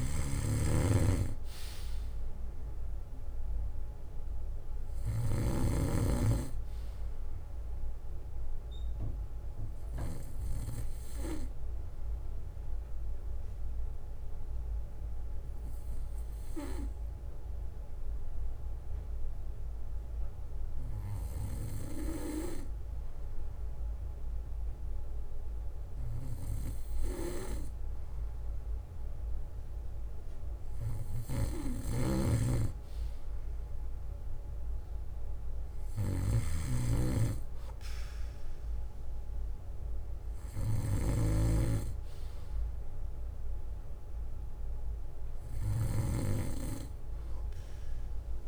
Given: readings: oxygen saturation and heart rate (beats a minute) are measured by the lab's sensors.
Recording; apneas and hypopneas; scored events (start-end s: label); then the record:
breathing in sleep by a room microphone; 1
0.00-6.00 s: snoring (device-marked)
9.50-19.50 s: bradycardia (device-marked, heart rate 60 before, 58 extreme)
10.00-22.50 s: hypopnea (oxygen 96% before, 94% lowest, heart rate 60 before, 52 extreme, up 4 after)
21.50-28.50 s: bradycardia (device-marked, heart rate 60 before, 58 extreme)
25.50-29.00 s: arousal
32.00-46.50 s: snoring (device-marked)
39.50-43.00 s: arousal
41.50-48.48 s: bradycardia (device-marked, heart rate 60 before, 50 extreme)
From the record:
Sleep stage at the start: N2 (light sleep); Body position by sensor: on the back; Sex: male